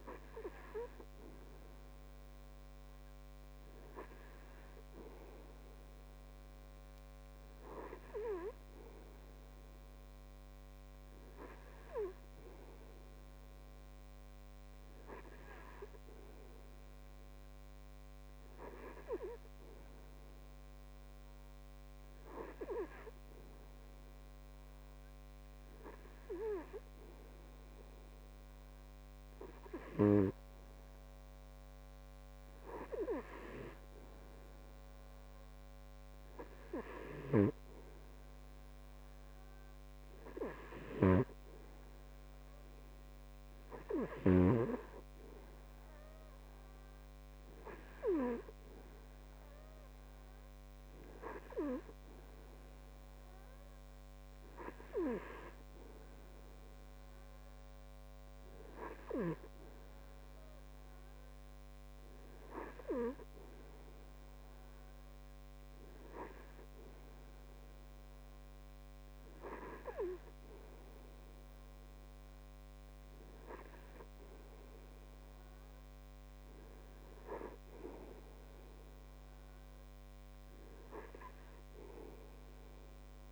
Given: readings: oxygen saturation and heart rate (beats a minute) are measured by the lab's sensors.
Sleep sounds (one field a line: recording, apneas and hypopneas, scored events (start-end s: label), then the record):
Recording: breathing in sleep by a microphone on the trachea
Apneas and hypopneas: none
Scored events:
none scored
From the record:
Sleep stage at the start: N2 (light sleep)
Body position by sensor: on the back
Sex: male